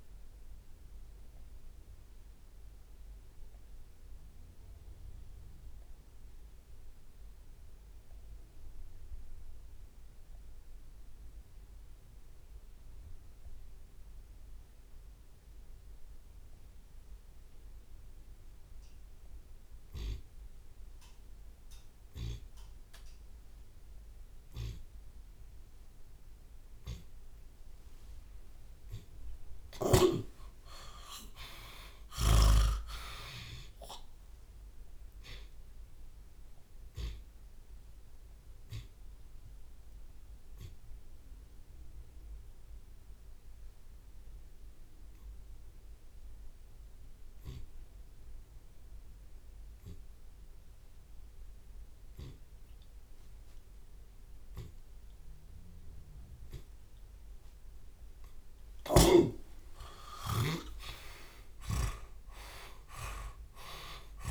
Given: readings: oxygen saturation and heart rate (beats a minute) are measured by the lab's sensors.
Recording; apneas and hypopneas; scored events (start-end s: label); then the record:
breathing in sleep by a room microphone; 2
1.00-27.50 s: obstructive apnea (oxygen 97% before, 71% lowest)
13.50-28.50 s: oxygen desaturation (device-marked, oxygen 95% before, 71% lowest, heart rate 57 before, 72 extreme)
17.50-19.50 s: long interval between heartbeats (device-marked, heart rate 51 before, 74 extreme)
20.50-22.50 s: long interval between heartbeats (device-marked, heart rate 50 before, 83 extreme)
22.50-24.50 s: long interval between heartbeats (device-marked, heart rate 51 before, 80 extreme)
25.00-27.00 s: long interval between heartbeats (device-marked, heart rate 52 before, 90 extreme)
27.50-32.50 s: drop in pulse transit time (device-marked, heart rate 61 before, 89 extreme)
29.00-31.00 s: long interval between heartbeats (device-marked, heart rate 65 before, 93 extreme)
30.00-34.00 s: arousal
31.00-33.00 s: long interval between heartbeats (device-marked, heart rate 73 before, 89 extreme)
31.50-42.50 s: tachycardia (device-marked, heart rate 49 before, 158 extreme)
35.00-37.00 s: long interval between heartbeats (device-marked, heart rate 83 before, 105 extreme)
38.00-40.00 s: long interval between heartbeats (device-marked, heart rate 91 before, 141 extreme)
38.50-53.50 s: obstructive apnea (oxygen 97% before, 65% lowest)
41.50-43.50 s: long interval between heartbeats (device-marked, heart rate 105 before, 142 extreme)
43.50-50.50 s: drop in pulse transit time (device-marked, heart rate 111 before, 72 extreme)
46.00-48.00 s: long interval between heartbeats (device-marked, heart rate 114 before, 97 extreme)
49.00-51.00 s: long interval between heartbeats (device-marked, heart rate 114 before, 72 extreme)
51.00-53.00 s: long interval between heartbeats (device-marked, heart rate 112 before, 79 extreme)
53.50-55.50 s: long interval between heartbeats (device-marked, heart rate 110 before, 85 extreme)
56.50-61.00 s: arousal
57.50-64.31 s: oxygen desaturation (device-marked, oxygen 96% before, 89% lowest)
58.50-62.00 s: snoring (device-marked)
60.00-62.00 s: long interval between heartbeats (device-marked, heart rate 99 before, 59 extreme)
62.50-64.31 s: drop in pulse transit time (device-marked)
From the record:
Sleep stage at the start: N2 (light sleep); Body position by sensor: on the left side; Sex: male